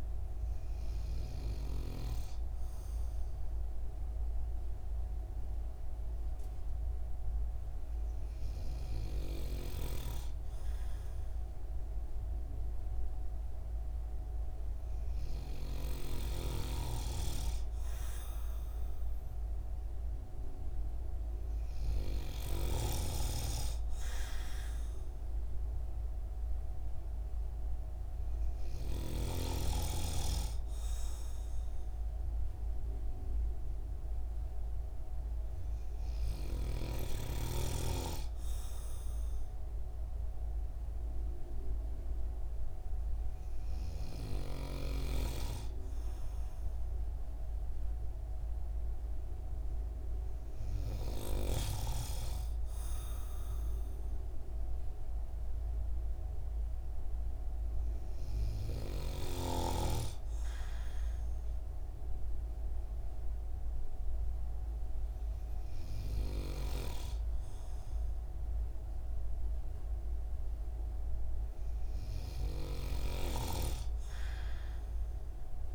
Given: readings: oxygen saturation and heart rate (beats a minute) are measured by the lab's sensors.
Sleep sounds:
breathing in sleep by a room microphone; none
none scored
From the record:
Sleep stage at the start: N2 (light sleep); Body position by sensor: on the right side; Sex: male

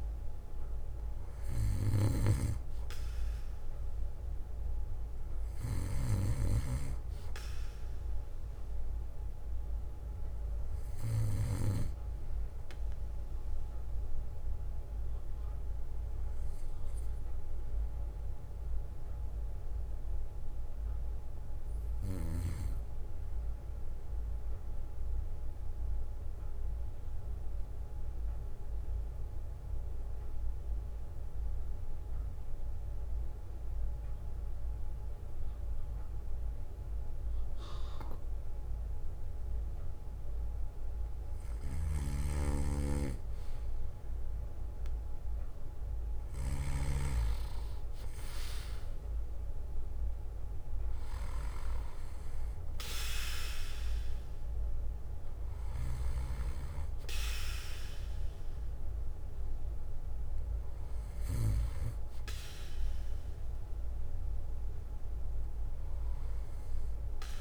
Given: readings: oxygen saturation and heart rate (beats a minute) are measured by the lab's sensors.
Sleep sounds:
breathing in sleep by a room microphone; 1
15.50-19.50 s: arousal
24.50-41.00 s: obstructive apnea (oxygen 96% before, 91% lowest, heart rate 66 before, 55 extreme, up 6 after)
27.50-29.50 s: bradycardia (device-marked, heart rate 61 before, 60 extreme)
30.50-44.50 s: bradycardia (device-marked, heart rate 61 before, 55 extreme)
45.50-51.00 s: arousal
From the record:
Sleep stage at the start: N2 (light sleep); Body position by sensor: on the back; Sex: male

